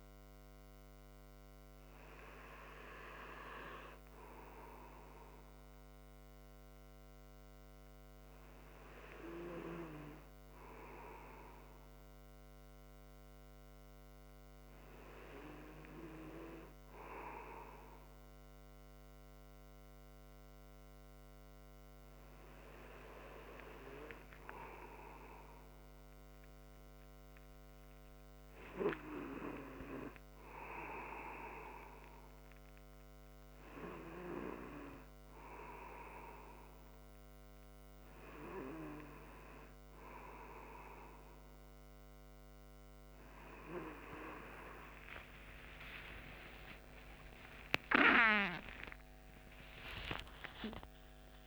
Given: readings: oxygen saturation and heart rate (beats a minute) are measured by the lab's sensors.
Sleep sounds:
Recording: a person partly awake in a sleep study, by a microphone on the trachea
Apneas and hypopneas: none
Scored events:
34.00-51.47 s: new sleep stage, awake
From the record:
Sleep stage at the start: N1 (lightest sleep)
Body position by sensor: on the right side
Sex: male

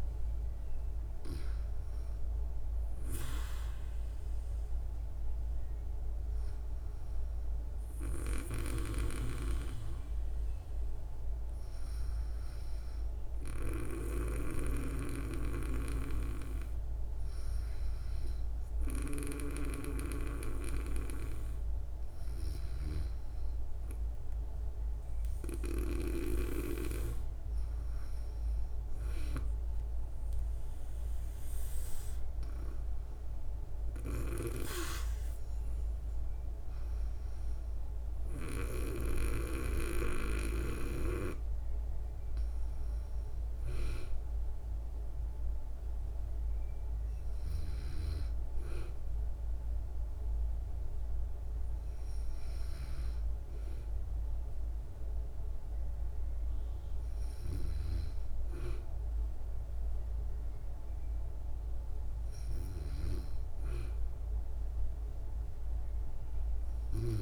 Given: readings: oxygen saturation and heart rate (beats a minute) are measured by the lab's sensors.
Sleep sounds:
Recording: breathing in sleep by a room microphone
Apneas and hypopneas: none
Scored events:
none scored
From the record:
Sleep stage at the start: N2 (light sleep)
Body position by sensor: on the back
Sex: female

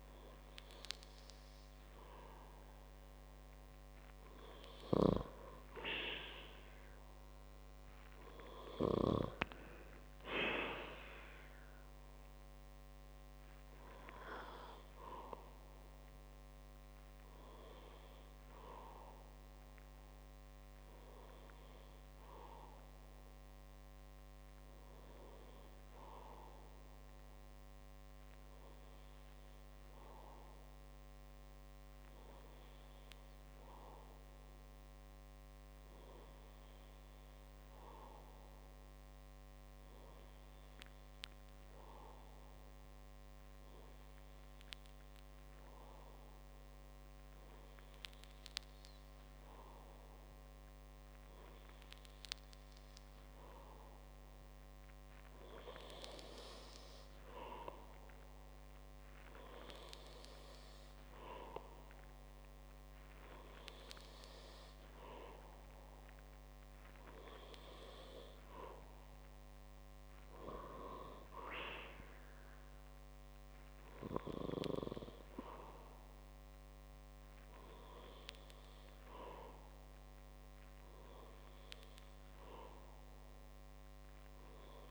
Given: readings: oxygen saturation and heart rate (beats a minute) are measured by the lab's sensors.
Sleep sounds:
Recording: breathing in sleep by a microphone on the trachea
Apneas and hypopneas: none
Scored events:
none scored
From the record:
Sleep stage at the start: N2 (light sleep)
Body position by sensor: on the back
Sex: male

